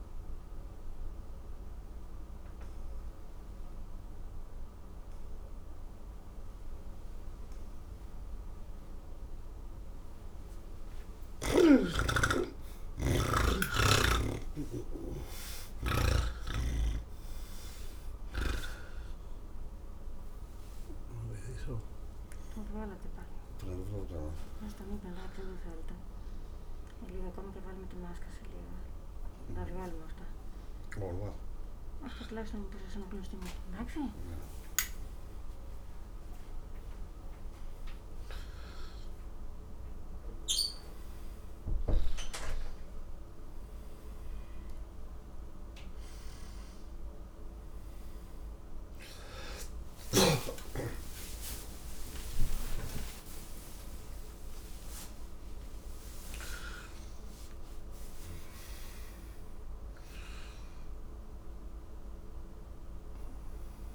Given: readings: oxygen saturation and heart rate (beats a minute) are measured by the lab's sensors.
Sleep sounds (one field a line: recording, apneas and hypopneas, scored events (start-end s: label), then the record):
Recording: breathing in sleep by a room microphone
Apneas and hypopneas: none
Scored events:
6.50-23.50 s: oxygen desaturation (device-marked, oxygen 91% before, 85% lowest, heart rate 76 before, 71 extreme)
From the record:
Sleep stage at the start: N3 (deep sleep)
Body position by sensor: on the back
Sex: male